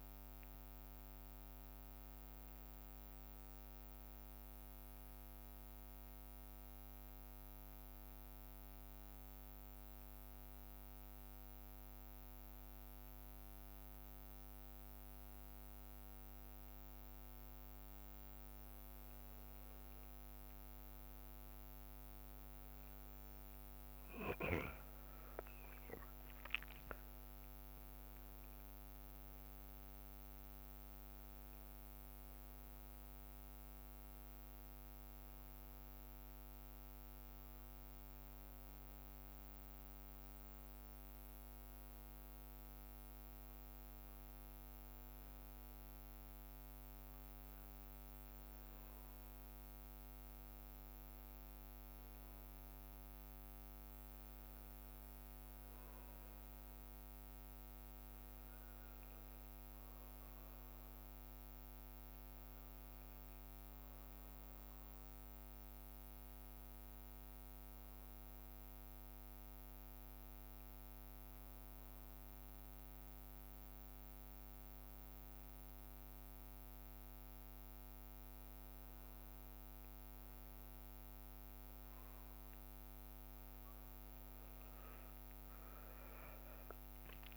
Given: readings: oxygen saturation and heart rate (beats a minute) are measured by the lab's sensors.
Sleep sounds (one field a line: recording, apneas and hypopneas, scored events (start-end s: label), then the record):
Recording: breathing in sleep, hard to hear, by a microphone on the trachea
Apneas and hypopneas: 3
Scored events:
0.00-13.50 s: drop in pulse transit time (device-marked, heart rate 58 extreme)
4.00-19.00 s: obstructive apnea (oxygen 100% before, 93% lowest, heart rate 60 before, 58 extreme, up 3 after)
6.50-22.50 s: bradycardia (device-marked, heart rate 64 before, 58 extreme)
19.50-37.50 s: oxygen desaturation (device-marked, oxygen 98% before, 94% lowest, heart rate 59 before, 60 extreme)
23.00-28.00 s: arousal
35.00-53.00 s: obstructive apnea (oxygen 98% before, 93% lowest, heart rate 60 before, 59 extreme, up 0 after)
54.00-59.00 s: arousal
66.50-73.50 s: bradycardia (device-marked, heart rate 62 before, 59 extreme)
68.00-83.00 s: obstructive apnea (oxygen 96% before, 93% lowest, heart rate 60 before, 59 extreme, up 3 after)
74.50-83.50 s: bradycardia (device-marked, heart rate 62 before, 59 extreme)
84.00-87.37 s: arousal
From the record:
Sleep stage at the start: N1 (lightest sleep)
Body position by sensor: on the back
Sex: male